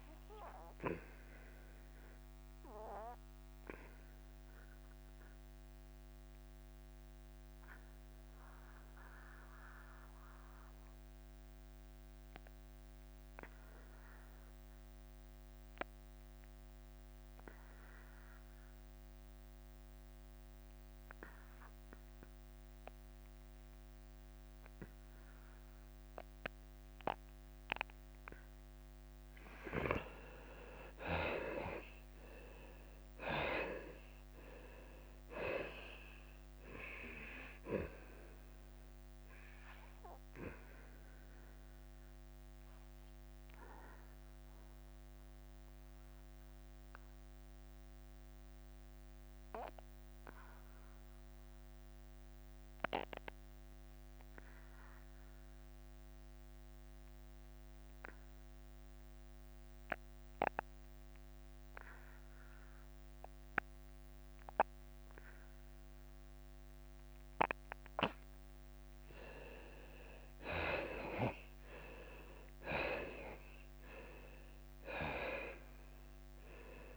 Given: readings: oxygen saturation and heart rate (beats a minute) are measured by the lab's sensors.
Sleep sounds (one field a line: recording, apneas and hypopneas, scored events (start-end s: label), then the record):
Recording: breathing in sleep by a microphone on the trachea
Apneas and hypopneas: 2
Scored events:
0.00-7.50 s: drop in pulse transit time (device-marked, heart rate 93 extreme)
0.00-19.50 s: oxygen desaturation (device-marked, oxygen 79% lowest, heart rate 91 extreme)
2.00-29.00 s: obstructive apnea (oxygen 98% before, 78% lowest, heart rate 92 before, 91 extreme, up 6 after)
21.50-58.50 s: oxygen desaturation (device-marked, oxygen 98% before, 78% lowest, heart rate 95 before, 91 extreme)
32.00-35.50 s: arousal
32.50-44.50 s: drop in pulse transit time (device-marked, heart rate 93 before, 95 extreme)
40.00-67.50 s: obstructive apnea (oxygen 98% before, 78% lowest, heart rate 94 before, 91 extreme, up 1 after)
60.50-76.97 s: oxygen desaturation (device-marked, oxygen 98% before, 78% lowest, heart rate 95 before, 91 extreme)
71.00-75.00 s: arousal
71.50-76.97 s: drop in pulse transit time (device-marked, heart rate 93 before, 91 extreme)
From the record:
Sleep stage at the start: N2 (light sleep)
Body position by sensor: on the back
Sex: male